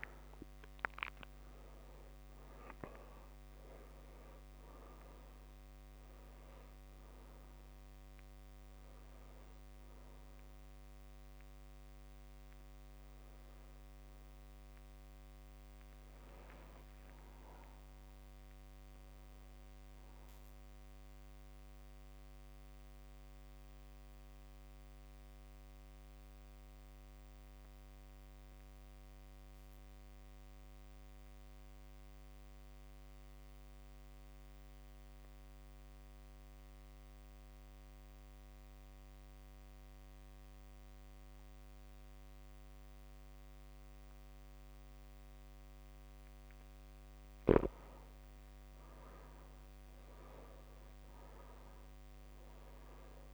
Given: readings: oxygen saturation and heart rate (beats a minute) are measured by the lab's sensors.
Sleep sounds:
breathing in sleep, hard to hear, by a microphone on the trachea; 1
0.50-30.50 s: oxygen desaturation (device-marked, oxygen 98% before, 91% lowest)
16.50-19.50 s: arousal
23.00-47.50 s: mixed apnea (oxygen 98% before, 94% lowest)
49.00-52.50 s: arousal
From the record:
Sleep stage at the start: N2 (light sleep); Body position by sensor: on the back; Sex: male

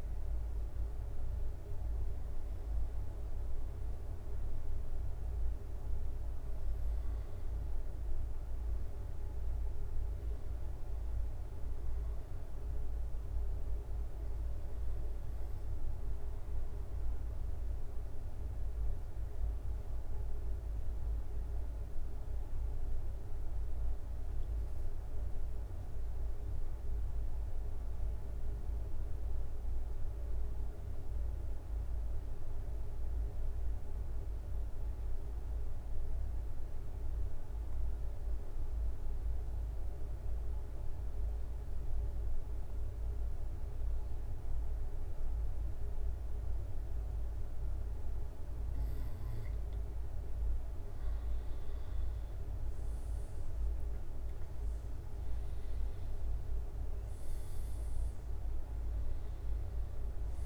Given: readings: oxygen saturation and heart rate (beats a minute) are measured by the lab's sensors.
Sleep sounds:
breathing in sleep, hard to hear, by a room microphone; 1
0.00-1.00 s: oxygen desaturation (device-marked, oxygen 90% lowest, heart rate 66 extreme)
12.00-16.50 s: arousal
18.50-50.00 s: obstructive apnea (oxygen 97% before, 90% lowest, heart rate 70 before, 67 extreme, up 11 after)
35.00-60.46 s: oxygen desaturation (device-marked, oxygen 96% before, 90% lowest, heart rate 67 before, 63 extreme)
52.00-60.46 s: drop in pulse transit time (device-marked, heart rate 68 before, 70 extreme)
55.00-58.50 s: arousal
From the record:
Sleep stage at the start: N2 (light sleep); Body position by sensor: on the back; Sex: male

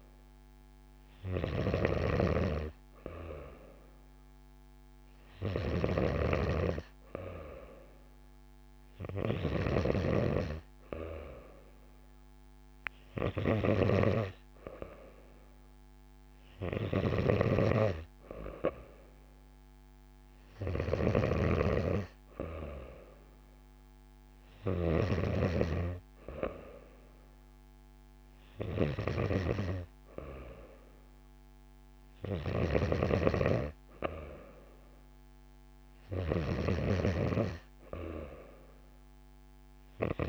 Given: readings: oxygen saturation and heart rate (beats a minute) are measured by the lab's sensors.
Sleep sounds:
breathing in sleep by a microphone on the trachea; none
0.00-10.00 s: snoring (device-marked)
17.00-25.00 s: snoring (device-marked)
From the record:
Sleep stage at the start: N2 (light sleep); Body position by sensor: on the back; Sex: female

